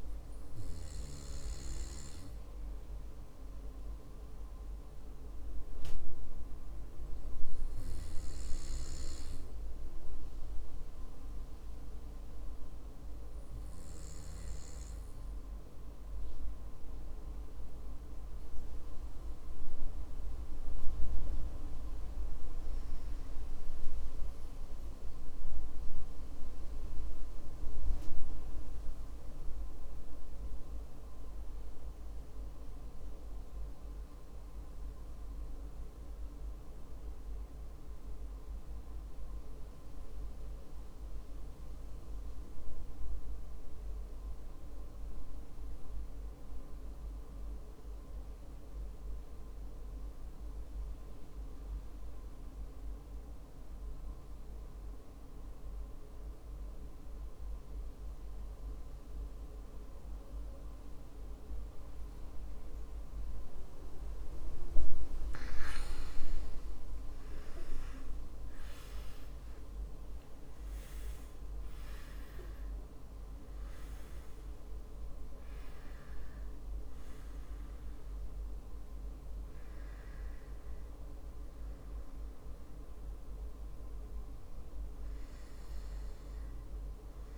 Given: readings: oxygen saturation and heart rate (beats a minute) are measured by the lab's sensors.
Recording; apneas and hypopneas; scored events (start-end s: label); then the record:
breathing in sleep, hard to hear, by a room microphone; 1
21.50-63.50 s: obstructive apnea (oxygen 96% before, 79% lowest, heart rate 57 before, 46 extreme, up 25 after)
35.00-65.00 s: new sleep stage, REM sleep
65.00-87.38 s: new sleep stage, N2 (light sleep)
66.00-70.50 s: arousal
70.00-87.38 s: oxygen desaturation (device-marked, oxygen 94% before, 79% lowest, heart rate 53 before, 57 extreme)
From the record:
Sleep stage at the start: N2 (light sleep); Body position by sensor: on the back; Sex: male